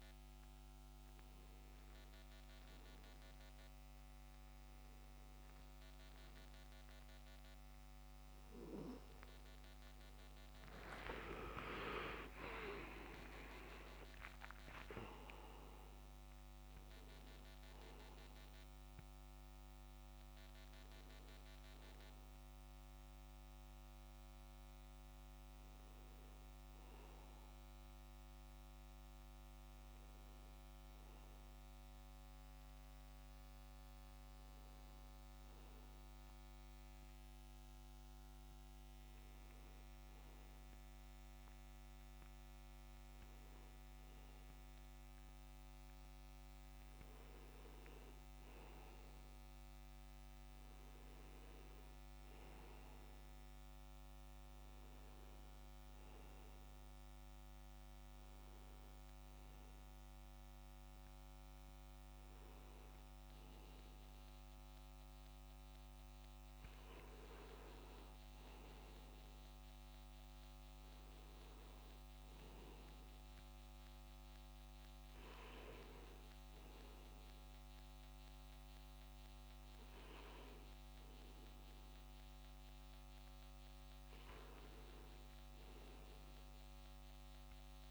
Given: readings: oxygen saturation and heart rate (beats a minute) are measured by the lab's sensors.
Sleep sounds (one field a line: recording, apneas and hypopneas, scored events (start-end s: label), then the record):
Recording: breathing in sleep by a microphone on the trachea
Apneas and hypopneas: none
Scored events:
11.00-14.50 s: arousal
45.50-87.91 s: new sleep stage, N2 (light sleep)
48.50-59.50 s: oxygen desaturation (device-marked, oxygen 99% before, 95% lowest, heart rate 83 before, 80 extreme)
From the record:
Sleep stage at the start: N1 (lightest sleep)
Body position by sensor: on the back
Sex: male